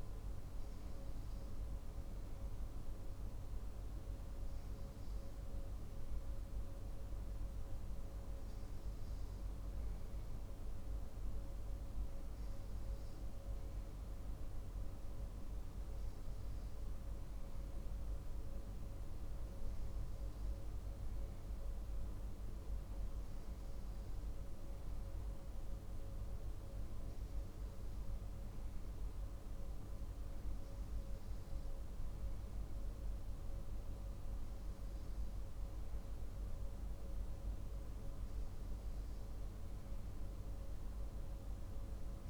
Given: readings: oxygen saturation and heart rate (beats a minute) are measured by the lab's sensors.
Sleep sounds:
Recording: breathing in sleep, hard to hear, by a room microphone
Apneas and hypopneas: none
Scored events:
none scored
From the record:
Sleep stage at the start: N2 (light sleep)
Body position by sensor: on the back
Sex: male

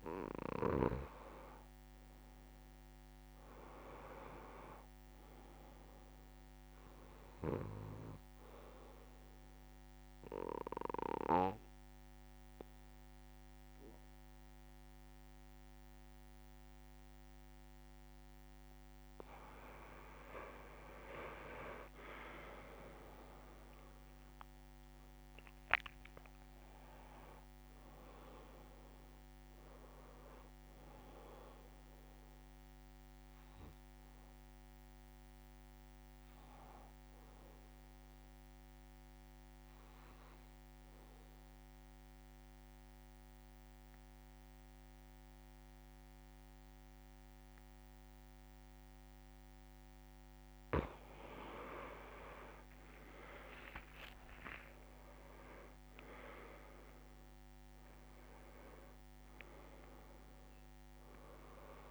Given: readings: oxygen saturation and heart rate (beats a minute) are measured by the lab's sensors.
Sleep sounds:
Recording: breathing in sleep by a microphone on the trachea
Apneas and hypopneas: 2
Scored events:
0.00-20.50 s: oxygen desaturation (device-marked, oxygen 93% lowest, heart rate 34 extreme)
9.00-19.00 s: obstructive apnea (oxygen 97% before, 89% lowest, heart rate 74 before, 34 extreme)
18.50-20.50 s: long interval between heartbeats (device-marked, heart rate 74 before, 65 extreme)
21.00-25.50 s: arousal
24.00-26.00 s: long interval between heartbeats (device-marked, heart rate 71 before, 48 extreme)
26.00-28.00 s: long interval between heartbeats (device-marked, heart rate 69 before, 48 extreme)
26.50-33.50 s: oxygen desaturation (device-marked, oxygen 95% before, 92% lowest, heart rate 67 before, 37 extreme)
32.50-34.50 s: long interval between heartbeats (device-marked, heart rate 58 before, 37 extreme)
41.00-51.00 s: obstructive apnea (oxygen 95% before, 89% lowest)
51.00-53.00 s: long interval between heartbeats (device-marked, heart rate 63 before, 74 extreme)
53.00-58.50 s: arousal
53.50-55.50 s: long interval between heartbeats (device-marked, heart rate 68 before, 83 extreme)
57.00-59.00 s: long interval between heartbeats (device-marked, heart rate 73 before, 74 extreme)
57.50-61.91 s: oxygen desaturation (device-marked, oxygen 97% before, 89% lowest)
59.00-61.00 s: long interval between heartbeats (device-marked, heart rate 74 before, 66 extreme)
From the record:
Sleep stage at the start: N2 (light sleep)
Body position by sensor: on the back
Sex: male

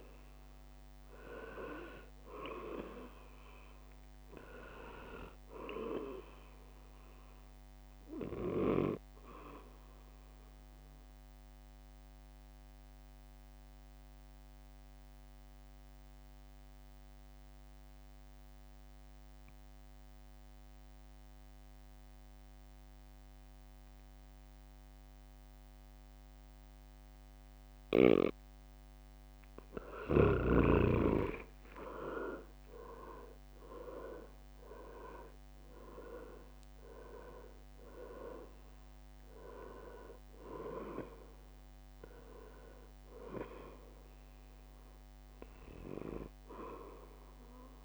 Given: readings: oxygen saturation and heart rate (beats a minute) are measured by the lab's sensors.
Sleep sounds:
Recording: breathing in sleep by a microphone on the trachea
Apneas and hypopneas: 1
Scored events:
0.00-4.50 s: drop in pulse transit time (device-marked, heart rate 69 extreme)
0.00-18.50 s: oxygen desaturation (device-marked, oxygen 92% lowest, heart rate 61 extreme)
11.00-27.50 s: obstructive apnea (oxygen 99% before, 92% lowest, heart rate 69 before, 61 extreme, up 11 after)
29.50-34.00 s: arousal
31.50-45.50 s: drop in pulse transit time (device-marked, heart rate 65 before, 68 extreme)
33.50-47.85 s: oxygen desaturation (device-marked, oxygen 99% before, 92% lowest, heart rate 65 before, 62 extreme)
From the record:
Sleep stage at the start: N2 (light sleep)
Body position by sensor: on the back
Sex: male

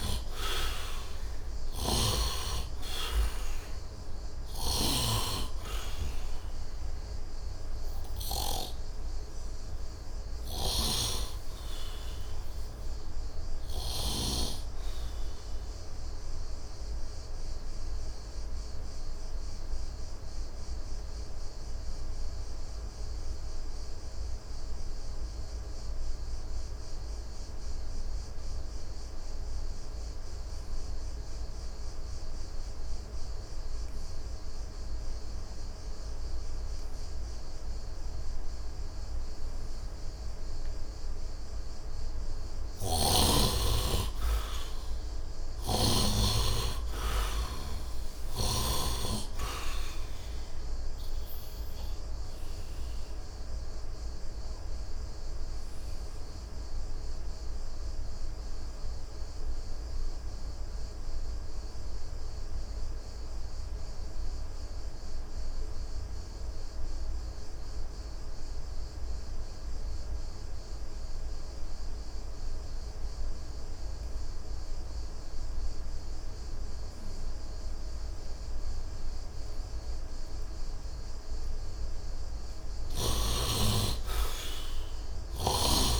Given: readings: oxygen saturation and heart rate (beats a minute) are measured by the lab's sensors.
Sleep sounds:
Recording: breathing in sleep by a room microphone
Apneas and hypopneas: 2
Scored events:
0.00-2.00 s: snoring (device-marked)
0.00-23.50 s: oxygen desaturation (device-marked, oxygen 73% lowest, heart rate 73 extreme)
4.00-8.50 s: snoring (device-marked)
10.50-14.00 s: snoring (device-marked)
15.50-42.00 s: obstructive apnea (oxygen 99% before, 69% lowest, heart rate 79 before, 61 extreme, up 20 after)
37.50-71.50 s: oxygen desaturation (device-marked, oxygen 99% before, 71% lowest, heart rate 79 before, 61 extreme)
44.00-48.50 s: arousal
45.00-48.50 s: snoring (device-marked)
52.00-81.00 s: obstructive apnea (oxygen 99% before, 69% lowest, heart rate 84 before, 61 extreme, up 39 after)
73.50-86.00 s: oxygen desaturation (device-marked, oxygen 98% before, 69% lowest, heart rate 66 before, 74 extreme)
82.50-86.00 s: arousal
From the record:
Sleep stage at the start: N2 (light sleep)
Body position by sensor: on the right side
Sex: male

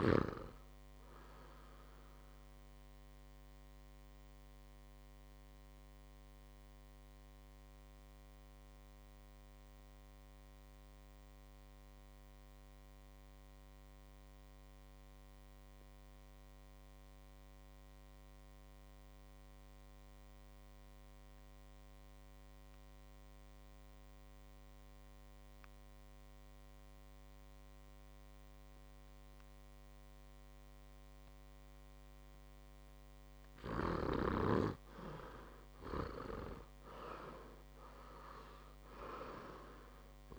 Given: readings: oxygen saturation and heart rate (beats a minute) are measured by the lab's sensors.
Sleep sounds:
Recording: breathing in sleep by a microphone on the trachea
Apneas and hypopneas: 1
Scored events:
0.00-18.50 s: oxygen desaturation (device-marked, oxygen 88% lowest, heart rate 56 extreme)
3.00-31.00 s: obstructive apnea (oxygen 99% before, 88% lowest, heart rate 63 before, 53 extreme, up 2 after)
31.50-40.39 s: oxygen desaturation (device-marked, oxygen 99% before, 89% lowest, heart rate 61 before, 53 extreme)
36.50-40.39 s: arousal
From the record:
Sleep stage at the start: N2 (light sleep)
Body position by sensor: on the back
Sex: male

